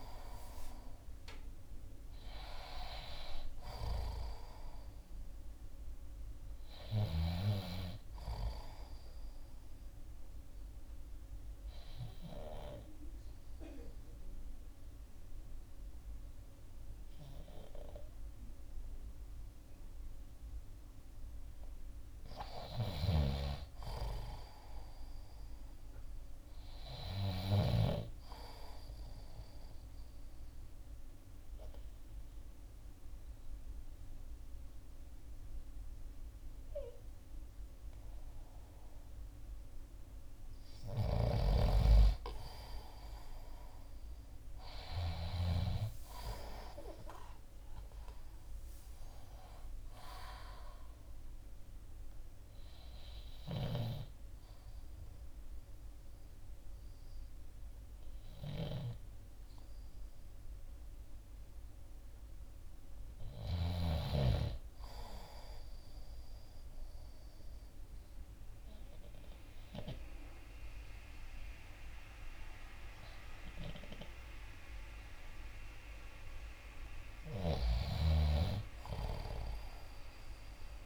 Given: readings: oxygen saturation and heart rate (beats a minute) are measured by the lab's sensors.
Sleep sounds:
breathing in sleep by a room microphone; 4
3.00-5.50 s: arousal
9.50-20.50 s: obstructive apnea (oxygen 96% before, 91% lowest, heart rate 62 before, 56 extreme, up 3 after)
22.50-26.00 s: arousal
22.50-27.50 s: snoring (device-marked)
30.00-40.50 s: obstructive apnea (oxygen 95% before, 91% lowest, heart rate 57 before, 57 extreme, up 9 after)
40.00-49.00 s: oxygen desaturation (device-marked, oxygen 95% before, 91% lowest, heart rate 58 before, 57 extreme)
40.50-45.50 s: snoring (device-marked)
43.00-46.50 s: arousal
51.50-61.50 s: obstructive apnea (oxygen 95% before, 91% lowest, heart rate 61 before, 57 extreme, up 2 after)
60.00-69.00 s: oxygen desaturation (device-marked, oxygen 95% before, 91% lowest, heart rate 62 before, 58 extreme)
62.50-64.50 s: arousal
66.00-76.00 s: obstructive apnea (oxygen 95% before, 91% lowest, heart rate 61 before, 57 extreme, up 2 after)
76.00-79.50 s: arousal
From the record:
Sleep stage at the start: N2 (light sleep); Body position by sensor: on the left side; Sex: male

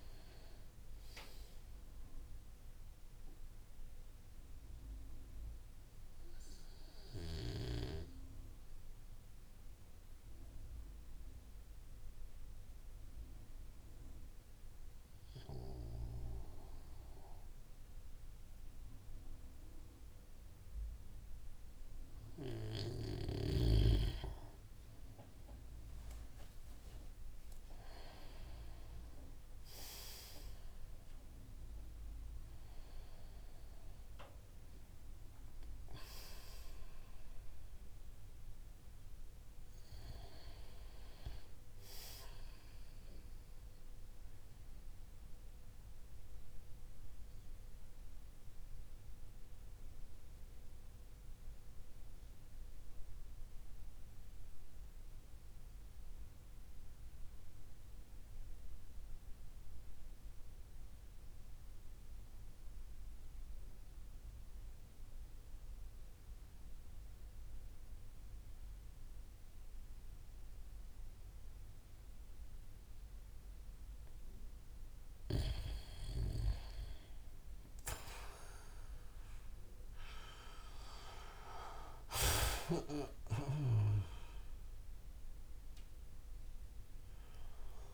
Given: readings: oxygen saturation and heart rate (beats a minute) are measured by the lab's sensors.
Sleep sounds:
breathing in sleep by a room microphone; 2
2.50-22.00 s: mixed apnea (oxygen 95% before, 90% lowest)
24.00-28.00 s: arousal
27.00-54.00 s: oxygen desaturation (device-marked, oxygen 95% before, 90% lowest)
42.50-74.50 s: mixed apnea (oxygen 95% before, 89% lowest)
72.00-87.93 s: oxygen desaturation (device-marked, oxygen 96% before, 89% lowest)
75.50-82.00 s: snoring (device-marked)
76.00-81.00 s: arousal
From the record:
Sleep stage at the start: N2 (light sleep); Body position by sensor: on the back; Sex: male

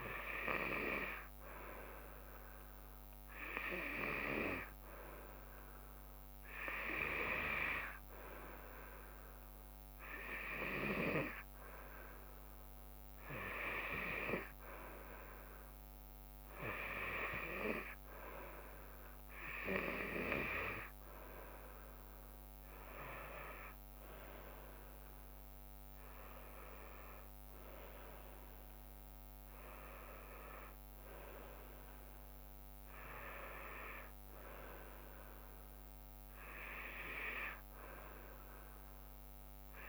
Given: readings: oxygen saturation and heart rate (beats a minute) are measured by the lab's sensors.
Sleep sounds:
breathing in sleep by a microphone on the trachea; none
21.00-35.00 s: drop in pulse transit time (device-marked, heart rate 75 before, 75 extreme)
From the record:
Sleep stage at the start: N2 (light sleep); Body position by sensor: on the back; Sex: female

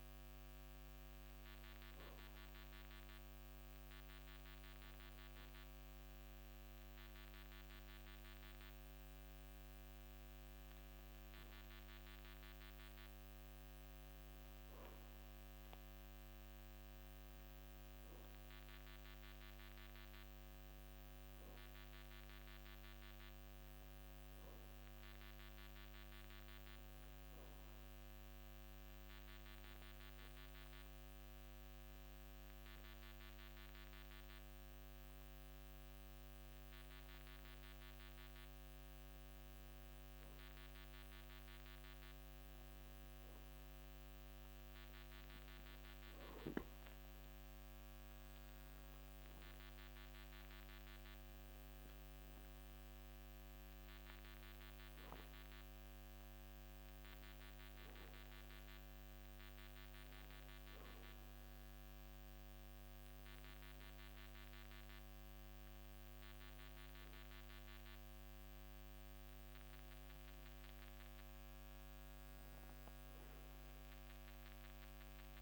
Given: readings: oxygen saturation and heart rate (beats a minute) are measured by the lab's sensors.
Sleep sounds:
breathing in sleep, hard to hear, by a microphone on the trachea; 1
12.00-75.42 s: new sleep stage, N2 (light sleep)
29.50-39.50 s: hypopnea (oxygen 97% before, 95% lowest, heart rate 55 before, 55 extreme, up 1 after)
43.50-48.00 s: arousal
From the record:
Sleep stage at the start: N1 (lightest sleep); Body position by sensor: on the back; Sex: male

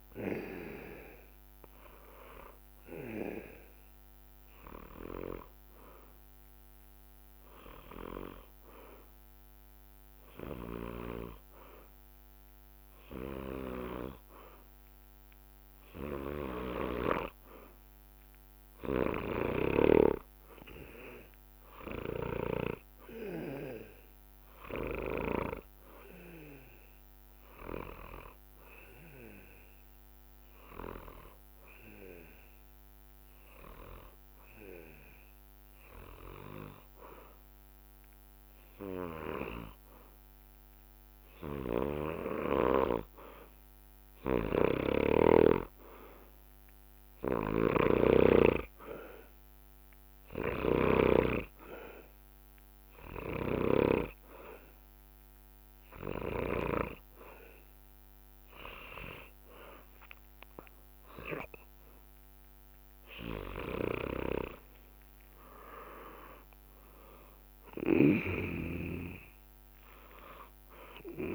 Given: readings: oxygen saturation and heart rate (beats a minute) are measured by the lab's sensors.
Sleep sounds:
breathing in sleep by a microphone on the trachea; 3
4.50-15.50 s: hypopnea (oxygen 95% before, 93% lowest, heart rate 67 before, 58 extreme, up 9 after)
18.50-23.00 s: arousal
19.00-22.50 s: snoring (device-marked)
27.00-33.00 s: bradycardia (device-marked, heart rate 72 before, 58 extreme)
31.00-42.00 s: hypopnea (oxygen 96% before, 93% lowest, heart rate 65 before, 60 extreme, up 14 after)
44.50-47.50 s: arousal
47.00-51.00 s: snoring (device-marked)
50.00-62.50 s: hypopnea (oxygen 96% before, 93% lowest, heart rate 64 before, 62 extreme, up 14 after)
53.00-56.50 s: snoring (device-marked)
64.00-67.50 s: arousal
64.00-71.35 s: drop in pulse transit time (device-marked, heart rate 66 before, 65 extreme)
From the record:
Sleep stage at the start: N2 (light sleep); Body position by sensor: on the back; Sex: male

